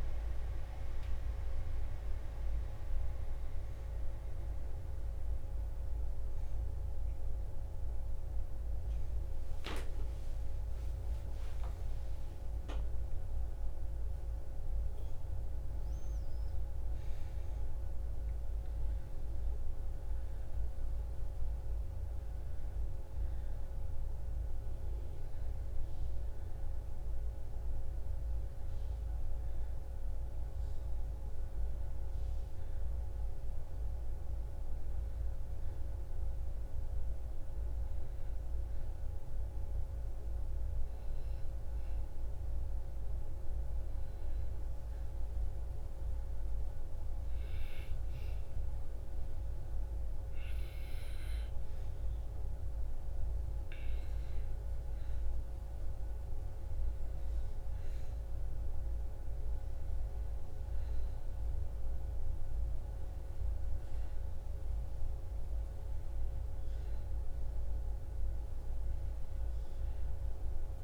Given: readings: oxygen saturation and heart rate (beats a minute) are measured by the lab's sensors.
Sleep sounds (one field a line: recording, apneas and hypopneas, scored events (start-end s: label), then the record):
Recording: breathing in sleep, hard to hear, by a room microphone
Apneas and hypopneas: none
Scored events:
11.50-15.00 s: arousal
49.50-70.84 s: new sleep stage, N2 (light sleep)
From the record:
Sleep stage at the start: N1 (lightest sleep)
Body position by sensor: on the back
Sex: female